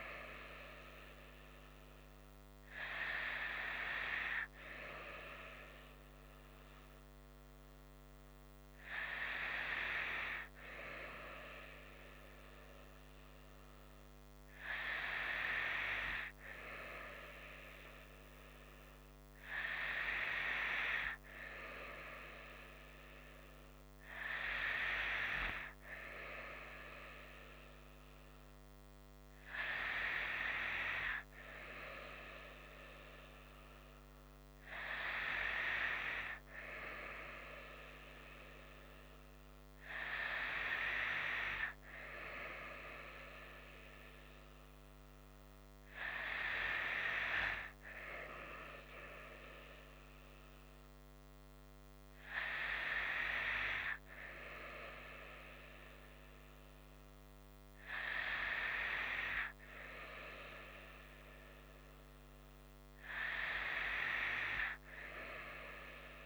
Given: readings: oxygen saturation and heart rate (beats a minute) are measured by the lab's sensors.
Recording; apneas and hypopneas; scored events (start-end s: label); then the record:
breathing in sleep by a microphone on the trachea; none
none scored
From the record:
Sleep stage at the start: N2 (light sleep); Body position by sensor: on the right side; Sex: female